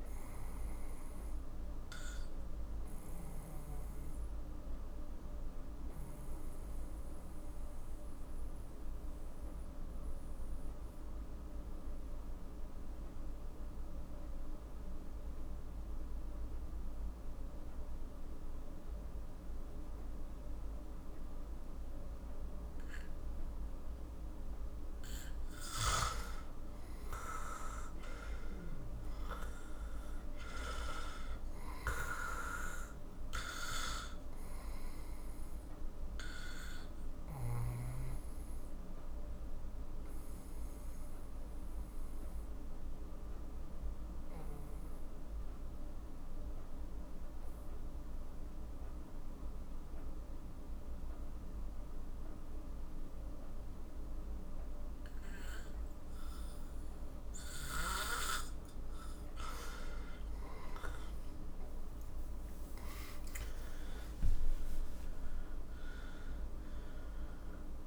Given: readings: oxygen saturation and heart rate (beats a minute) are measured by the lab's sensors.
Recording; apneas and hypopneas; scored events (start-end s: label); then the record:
breathing in sleep by a room microphone; 2
0.00-13.00 s: oxygen desaturation (device-marked, oxygen 90% lowest, heart rate 42 extreme)
5.00-26.00 s: mixed apnea (oxygen 98% before, 90% lowest, heart rate 55 before, 43 extreme, up 15 after)
27.50-31.00 s: arousal
28.00-50.00 s: oxygen desaturation (device-marked, oxygen 97% before, 90% lowest, heart rate 46 before, 43 extreme)
34.50-57.50 s: obstructive apnea (oxygen 98% before, 90% lowest, heart rate 50 before, 41 extreme, up 23 after)
59.50-63.50 s: arousal
62.00-67.87 s: oxygen desaturation (device-marked, oxygen 97% before, 91% lowest, heart rate 48 before, 41 extreme)
From the record:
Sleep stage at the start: N2 (light sleep); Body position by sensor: on the back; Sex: male